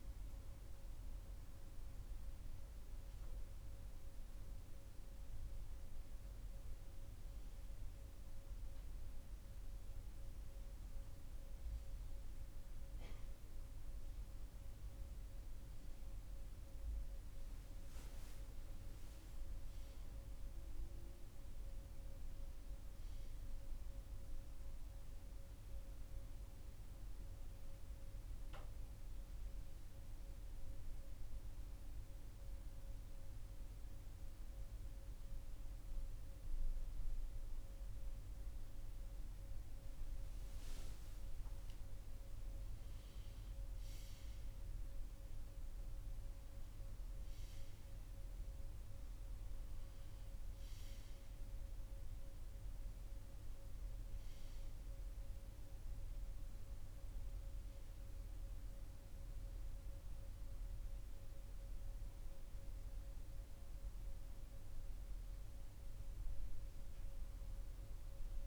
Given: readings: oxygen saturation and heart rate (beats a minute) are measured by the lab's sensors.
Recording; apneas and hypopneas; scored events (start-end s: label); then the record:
breathing in sleep, hard to hear, by a room microphone; 1
19.00-22.00 s: arousal
24.00-39.00 s: hypopnea (oxygen 95% before, 92% lowest, heart rate 63 before, 61 extreme, up 5 after)
40.50-44.50 s: arousal
From the record:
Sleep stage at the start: N1 (lightest sleep); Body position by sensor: on the left side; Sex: male